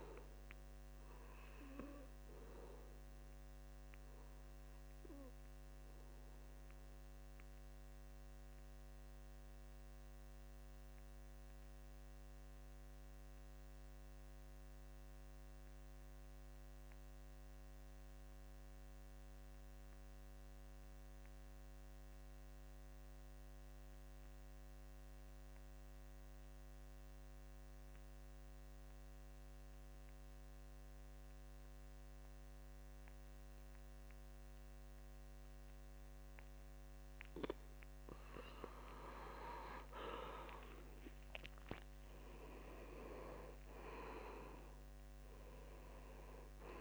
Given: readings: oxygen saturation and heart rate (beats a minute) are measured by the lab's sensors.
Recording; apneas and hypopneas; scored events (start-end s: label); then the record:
breathing in sleep by a microphone on the trachea; 1
0.00-16.00 s: oxygen desaturation (device-marked, oxygen 80% lowest, heart rate 68 extreme)
6.00-38.00 s: obstructive apnea (oxygen 95% before, 76% lowest, heart rate 75 before, 65 extreme, up 19 after)
27.00-46.81 s: oxygen desaturation (device-marked, oxygen 96% before, 76% lowest, heart rate 69 before, 65 extreme)
40.00-44.00 s: arousal
43.50-45.50 s: long interval between heartbeats (device-marked, heart rate 72 before, 87 extreme)
From the record:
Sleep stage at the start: N2 (light sleep); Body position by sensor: on the back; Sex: male